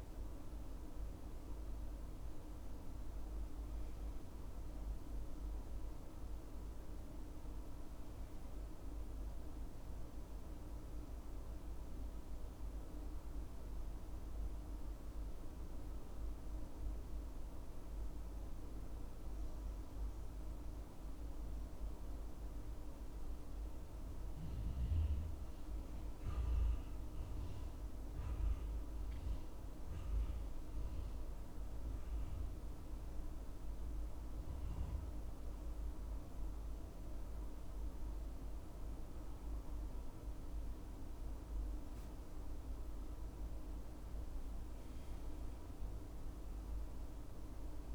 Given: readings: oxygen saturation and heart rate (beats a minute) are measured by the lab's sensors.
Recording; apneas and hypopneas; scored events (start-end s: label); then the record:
breathing in sleep, hard to hear, by a room microphone; 1
0.50-4.50 s: arousal
16.50-26.50 s: central apnea (oxygen 98% before, 93% lowest, heart rate 72 before, 68 extreme, up 6 after)
28.00-32.00 s: arousal
From the record:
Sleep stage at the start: N2 (light sleep); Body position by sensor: on the back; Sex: male